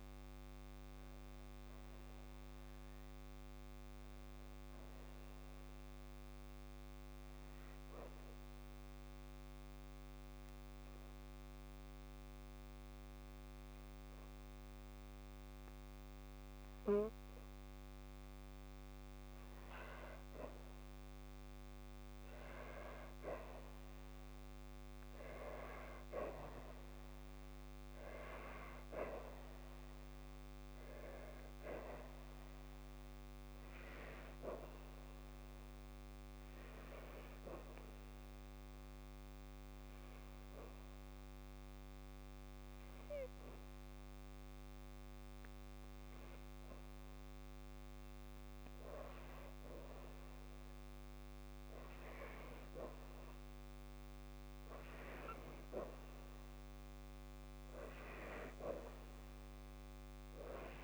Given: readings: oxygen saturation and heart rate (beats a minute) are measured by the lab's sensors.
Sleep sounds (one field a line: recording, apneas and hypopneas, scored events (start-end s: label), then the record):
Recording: breathing in sleep by a microphone on the trachea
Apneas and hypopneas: 2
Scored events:
1.50-4.50 s: arousal
7.50-18.50 s: obstructive apnea (oxygen 96% before, 92% lowest, heart rate 54 before, 53 extreme, up 3 after)
22.00-25.50 s: arousal
37.50-48.00 s: hypopnea (oxygen 96% before, 92% lowest, heart rate 55 before, 53 extreme, up 2 after)
38.00-56.00 s: oxygen desaturation (device-marked, oxygen 96% before, 92% lowest, heart rate 55 before, 53 extreme)
59.00-60.84 s: arousal
From the record:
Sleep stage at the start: N2 (light sleep)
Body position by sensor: on the back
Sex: female